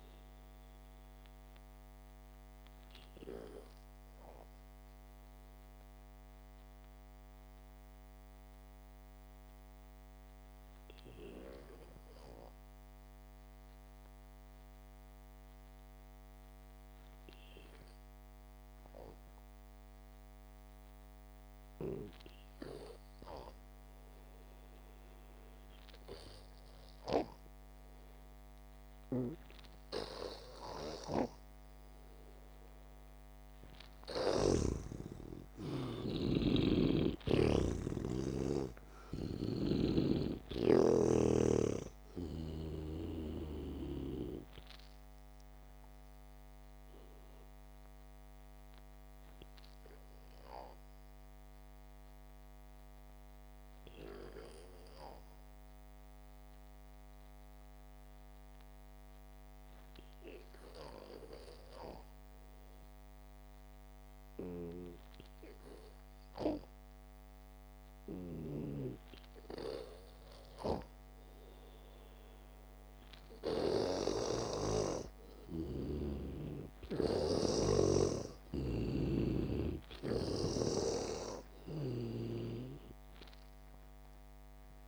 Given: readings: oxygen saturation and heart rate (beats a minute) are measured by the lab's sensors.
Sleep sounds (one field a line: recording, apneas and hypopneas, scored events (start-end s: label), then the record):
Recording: breathing in sleep by a microphone on the trachea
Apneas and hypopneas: 2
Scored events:
0.00-22.00 s: oxygen desaturation (device-marked, oxygen 95% before, 85% lowest, heart rate 55 before, 48 extreme)
3.50-34.00 s: mixed apnea (oxygen 96% before, 85% lowest, heart rate 54 before, 48 extreme)
36.00-40.50 s: arousal
40.00-43.50 s: snoring (device-marked)
40.00-64.00 s: oxygen desaturation (device-marked, oxygen 95% before, 87% lowest, heart rate 59 before, 52 extreme)
46.50-65.00 s: obstructive apnea (oxygen 98% before, 87% lowest, heart rate 55 before, 52 extreme, up 0 after)
67.00-71.00 s: arousal
75.00-78.50 s: snoring (device-marked)
From the record:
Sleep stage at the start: N2 (light sleep)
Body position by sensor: on the back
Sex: male